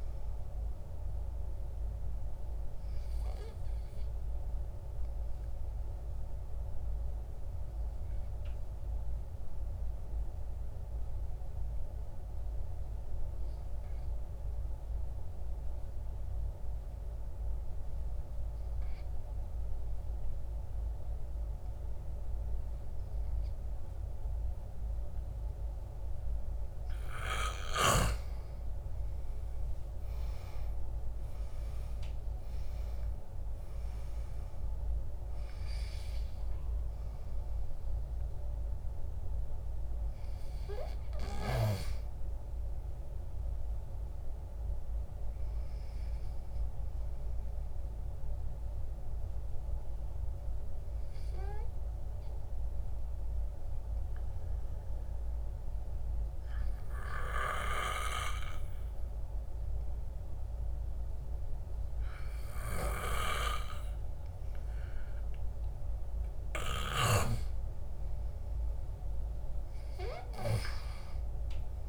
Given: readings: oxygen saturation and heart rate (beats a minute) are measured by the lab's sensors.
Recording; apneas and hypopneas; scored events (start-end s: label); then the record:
breathing in sleep by a room microphone; 2
0.00-8.00 s: oxygen desaturation (device-marked, oxygen 91% lowest, heart rate 45 extreme)
6.50-26.50 s: obstructive apnea (oxygen 97% before, 91% lowest, heart rate 58 before, 44 extreme, up 16 after)
28.00-32.00 s: arousal
32.00-45.00 s: oxygen desaturation (device-marked, oxygen 98% before, 92% lowest, heart rate 56 before, 44 extreme)
50.50-65.00 s: obstructive apnea (oxygen 98% before, 91% lowest, heart rate 57 before, 45 extreme, up 16 after)
68.00-71.50 s: arousal
From the record:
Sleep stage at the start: N2 (light sleep); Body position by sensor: on the back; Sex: male